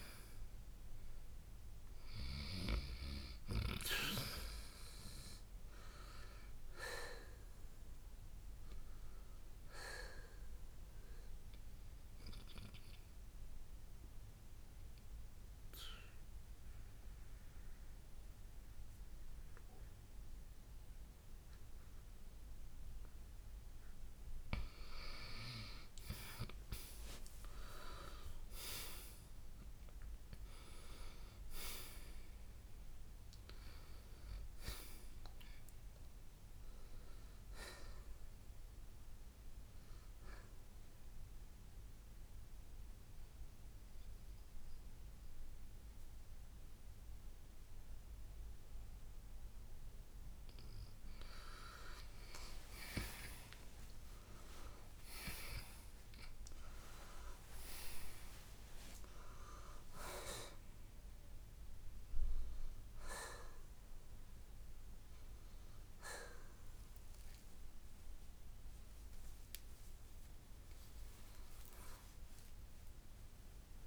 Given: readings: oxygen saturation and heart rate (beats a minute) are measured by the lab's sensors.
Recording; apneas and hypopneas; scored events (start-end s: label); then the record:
breathing in sleep by a room microphone; 2
0.00-7.50 s: oxygen desaturation (device-marked, oxygen 90% lowest, heart rate 53 extreme)
12.50-34.50 s: oxygen desaturation (device-marked, oxygen 91% before, 88% lowest, heart rate 64 before, 52 extreme)
13.00-24.00 s: central apnea (oxygen 94% before, 87% lowest, heart rate 64 before, 53 extreme, up 12 after)
28.00-32.50 s: arousal
41.50-51.50 s: central apnea (oxygen 91% before, 87% lowest, heart rate 62 before, 52 extreme, up 18 after)
49.50-62.50 s: oxygen desaturation (device-marked, oxygen 92% before, 87% lowest, heart rate 63 before, 60 extreme)
54.00-59.50 s: arousal
From the record:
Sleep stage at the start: N2 (light sleep); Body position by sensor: on the right side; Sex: male